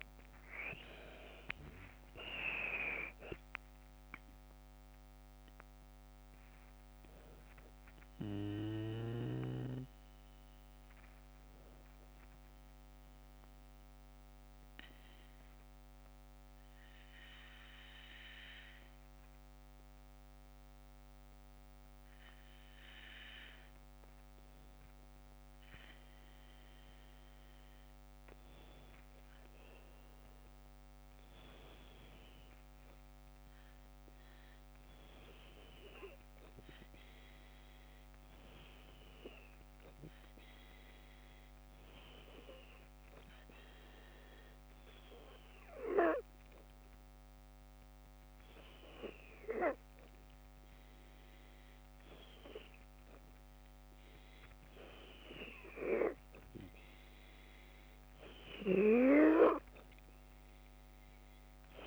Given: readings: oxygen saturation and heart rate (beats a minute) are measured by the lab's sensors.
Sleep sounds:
breathing in sleep by a microphone on the trachea; 1
0.00-6.50 s: oxygen desaturation (device-marked, oxygen 94% lowest, heart rate 46 extreme)
12.00-24.00 s: mixed apnea (oxygen 98% before, 92% lowest, heart rate 54 before, 47 extreme, up 8 after)
14.50-24.50 s: oxygen desaturation (device-marked, oxygen 95% before, 92% lowest, heart rate 53 before, 48 extreme)
26.00-30.00 s: arousal
39.50-61.87 s: oxygen desaturation (device-marked, oxygen 100% before, 94% lowest, heart rate 51 before, 48 extreme)
From the record:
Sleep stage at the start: N2 (light sleep); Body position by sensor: on the left side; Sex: female

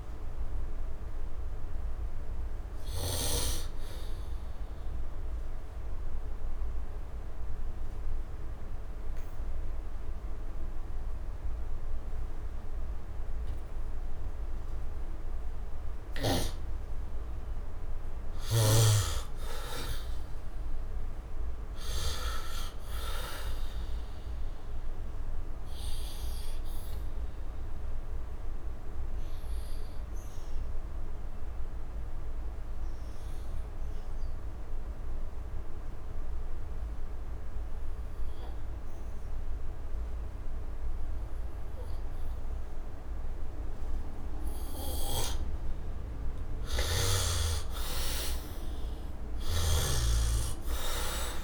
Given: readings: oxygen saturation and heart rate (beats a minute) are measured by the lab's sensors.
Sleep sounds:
breathing in sleep by a room microphone; 2
0.00-17.50 s: oxygen desaturation (device-marked, oxygen 56% lowest, heart rate 65 extreme)
0.50-18.50 s: obstructive apnea (oxygen 82% before, 56% lowest, heart rate 82 before, 65 extreme, up 11 after)
20.50-23.00 s: arousal
24.50-45.00 s: obstructive apnea (oxygen 99% before, 69% lowest, heart rate 74 before, 65 extreme, up 20 after)
45.50-51.44 s: oxygen desaturation (device-marked, oxygen 97% before, 72% lowest, heart rate 71 before, 66 extreme)
46.50-51.00 s: arousal
From the record:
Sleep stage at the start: N2 (light sleep); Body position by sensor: on the back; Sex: male

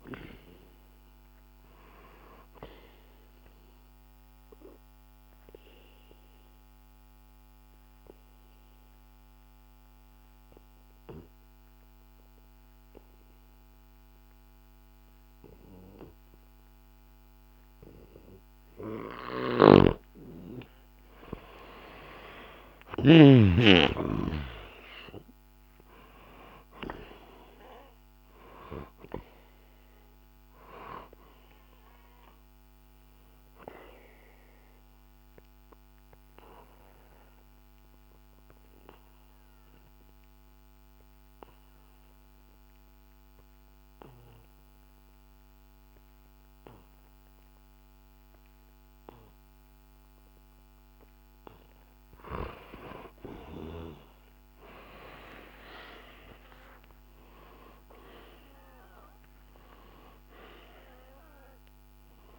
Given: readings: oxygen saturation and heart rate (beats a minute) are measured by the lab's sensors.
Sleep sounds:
breathing in sleep by a microphone on the trachea; 2
3.50-19.00 s: obstructive apnea (oxygen 98% before, 92% lowest, heart rate 66 before, 64 extreme, up 2 after)
19.50-23.00 s: snoring (device-marked)
21.00-24.50 s: arousal
28.50-38.50 s: oxygen desaturation (device-marked, oxygen 96% before, 92% lowest, heart rate 66 before, 65 extreme)
33.00-51.50 s: obstructive apnea (oxygen 97% before, 90% lowest, heart rate 66 before, 65 extreme, up 0 after)
53.00-57.00 s: arousal
From the record:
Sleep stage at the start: N2 (light sleep); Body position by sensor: on the back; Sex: male

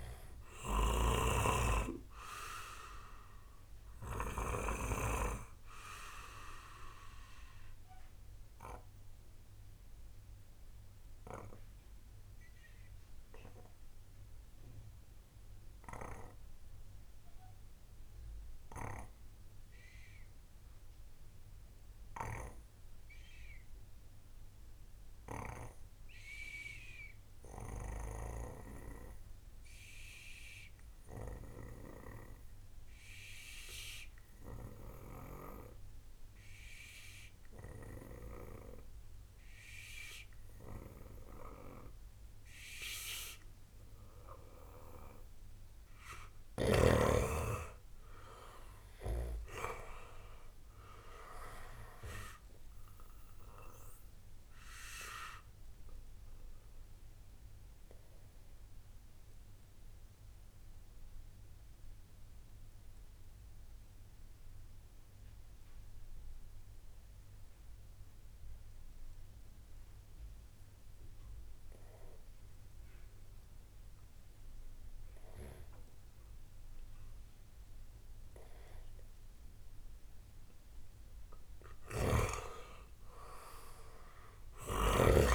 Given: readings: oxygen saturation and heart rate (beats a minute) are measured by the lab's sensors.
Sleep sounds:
breathing in sleep by a room microphone; 2
0.00-4.50 s: snoring (device-marked)
1.00-43.50 s: obstructive apnea (oxygen 96% before, 91% lowest)
3.00-21.00 s: oxygen desaturation (device-marked, oxygen 96% before, 91% lowest, heart rate 65 before, 34 extreme)
36.00-65.00 s: oxygen desaturation (device-marked, oxygen 97% before, 92% lowest)
46.00-49.00 s: arousal
54.00-80.00 s: obstructive apnea (oxygen 97% before, 91% lowest, heart rate 69 before, 28 extreme, up 27 after)
81.50-85.00 s: snoring (device-marked)
83.00-85.35 s: arousal
From the record:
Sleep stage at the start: N2 (light sleep); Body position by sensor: on the right side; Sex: male

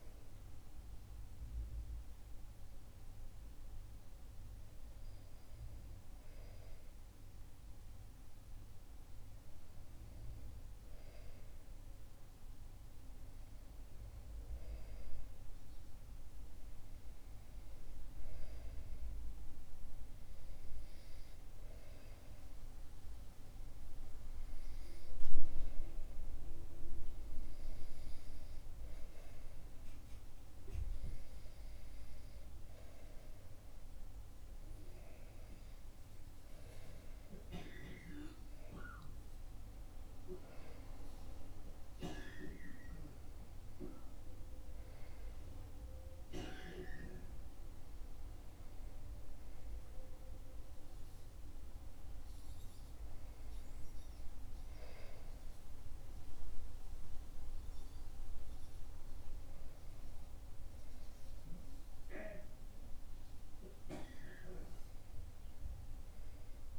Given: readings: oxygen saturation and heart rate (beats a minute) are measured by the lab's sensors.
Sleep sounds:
breathing in sleep by a room microphone; 1
5.50-29.50 s: hypopnea (oxygen 98% before, 94% lowest, heart rate 61 before, 58 extreme, up 2 after)
26.00-47.00 s: oxygen desaturation (device-marked, oxygen 98% before, 94% lowest, heart rate 59 before, 59 extreme)
31.50-36.00 s: arousal
From the record:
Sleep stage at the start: REM sleep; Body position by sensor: on the back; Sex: male

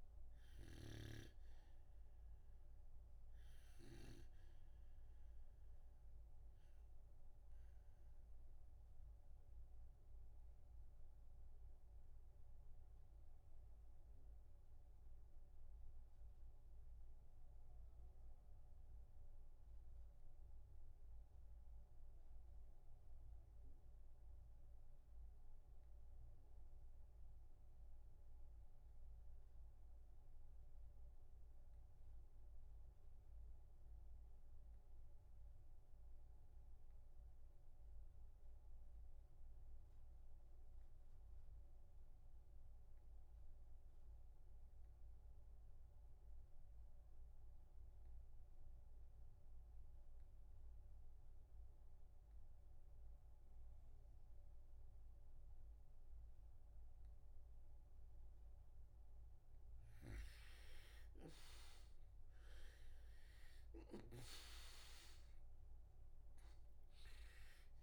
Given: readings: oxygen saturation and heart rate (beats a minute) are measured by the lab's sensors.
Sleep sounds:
breathing in sleep by a room microphone; 1
0.00-31.50 s: oxygen desaturation (device-marked, oxygen 81% lowest, heart rate 56 extreme)
7.00-57.50 s: obstructive apnea (oxygen 98% before, 78% lowest, heart rate 64 before, 55 extreme, up 7 after)
43.50-67.83 s: oxygen desaturation (device-marked, oxygen 98% before, 78% lowest, heart rate 61 before, 55 extreme)
60.50-64.00 s: arousal
From the record:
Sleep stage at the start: REM sleep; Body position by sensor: on the back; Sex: male

